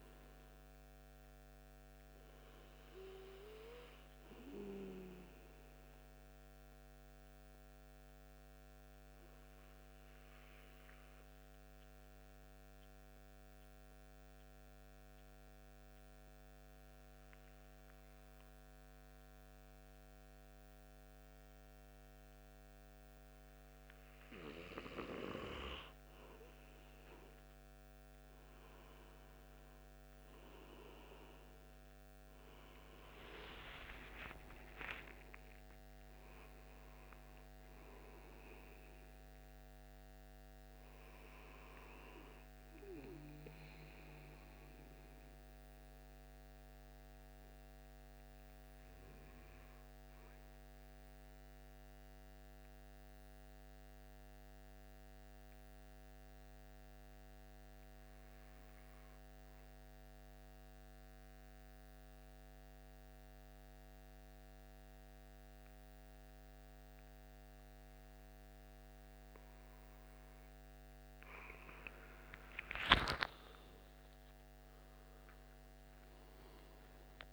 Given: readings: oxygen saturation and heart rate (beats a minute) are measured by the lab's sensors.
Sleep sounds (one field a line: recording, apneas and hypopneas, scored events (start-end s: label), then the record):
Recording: breathing in sleep by a microphone on the trachea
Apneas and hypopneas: 2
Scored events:
0.00-19.00 s: oxygen desaturation (device-marked, oxygen 92% lowest, heart rate 73 extreme)
5.50-23.00 s: mixed apnea (oxygen 97% before, 91% lowest, heart rate 79 before, 74 extreme, up 6 after)
30.00-34.00 s: arousal
32.00-47.00 s: oxygen desaturation (device-marked, oxygen 96% before, 91% lowest, heart rate 79 before, 76 extreme)
43.00-69.00 s: obstructive apnea (oxygen 96% before, 91% lowest, heart rate 89 before, 73 extreme, up 6 after)
70.00-77.33 s: oxygen desaturation (device-marked, oxygen 97% before, 91% lowest, heart rate 79 before, 73 extreme)
72.00-76.50 s: arousal
From the record:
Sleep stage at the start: N2 (light sleep)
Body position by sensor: on the right side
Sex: male